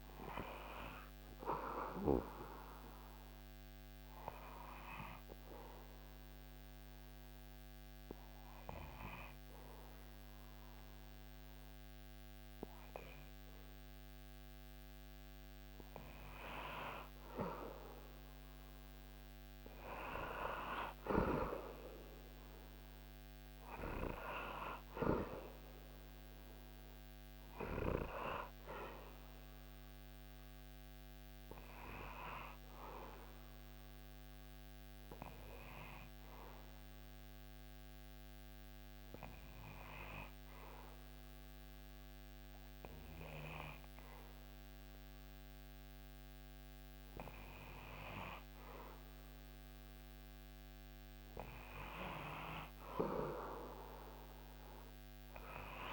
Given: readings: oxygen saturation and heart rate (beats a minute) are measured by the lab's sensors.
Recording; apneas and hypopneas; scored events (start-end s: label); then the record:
breathing in sleep by a microphone on the trachea; 2
0.00-8.00 s: oxygen desaturation (device-marked, oxygen 94% lowest, heart rate 74 extreme)
3.50-15.00 s: obstructive apnea (oxygen 98% before, 94% lowest, heart rate 77 before, 72 extreme, up 1 after)
17.00-20.00 s: arousal
21.00-41.00 s: oxygen desaturation (device-marked, oxygen 98% before, 94% lowest, heart rate 77 before, 71 extreme)
32.50-50.50 s: obstructive apnea (oxygen 98% before, 94% lowest, heart rate 76 before, 71 extreme, up 3 after)
54.50-55.93 s: arousal
From the record:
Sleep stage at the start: N2 (light sleep); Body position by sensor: on the back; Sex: male